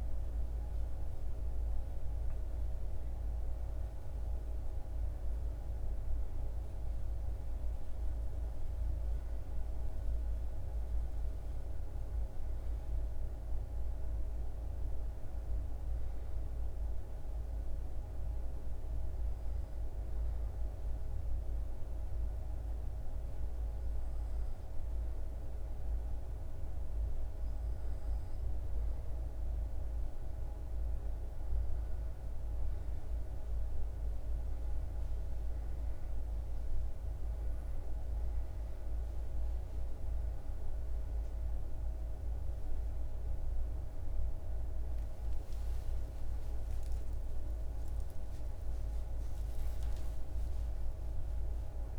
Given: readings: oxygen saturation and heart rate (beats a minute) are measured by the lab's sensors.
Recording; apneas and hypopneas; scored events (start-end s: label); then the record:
breathing in sleep, hard to hear, by a room microphone; 1
16.50-30.00 s: hypopnea (oxygen 97% before, 95% lowest, heart rate 78 before, 68 extreme, up 7 after)
36.50-51.99 s: new sleep stage, N2 (light sleep)
41.50-46.50 s: arousal
From the record:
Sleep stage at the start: REM sleep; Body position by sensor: on the back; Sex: male